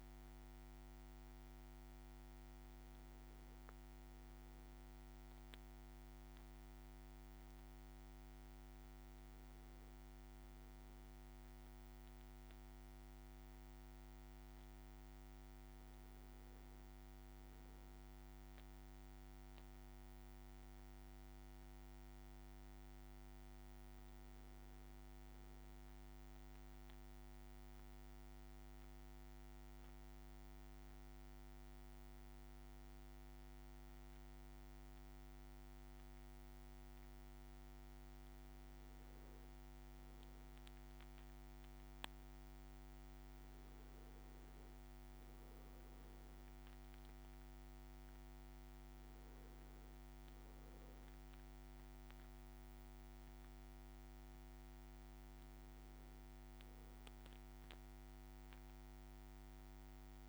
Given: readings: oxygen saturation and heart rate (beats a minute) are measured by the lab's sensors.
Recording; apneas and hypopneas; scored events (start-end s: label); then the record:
breathing in sleep, hard to hear, by a microphone on the trachea; 1
18.50-23.00 s: arousal
26.50-39.00 s: hypopnea (oxygen 99% before, 96% lowest, heart rate 59 before, 57 extreme, up 2 after)
44.00-48.50 s: arousal
From the record:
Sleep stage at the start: N2 (light sleep); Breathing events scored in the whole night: 223 in 6.4 hours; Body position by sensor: on the back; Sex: male